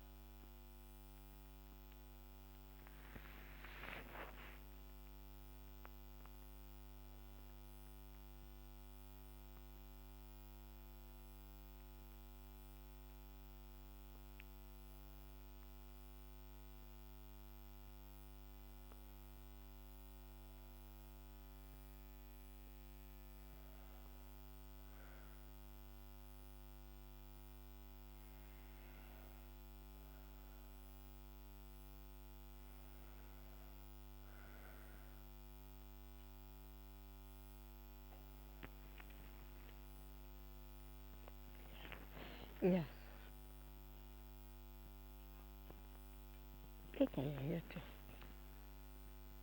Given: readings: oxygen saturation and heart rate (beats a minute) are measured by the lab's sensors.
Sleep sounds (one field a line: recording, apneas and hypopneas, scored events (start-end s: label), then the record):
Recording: breathing in sleep by a microphone on the trachea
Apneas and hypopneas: none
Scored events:
0.50-4.50 s: arousal
42.00-47.50 s: snoring (device-marked)
47.50-49.42 s: long interval between heartbeats (device-marked, heart rate 65 before, 80 extreme)
From the record:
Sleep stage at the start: N2 (light sleep)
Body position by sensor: on the back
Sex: female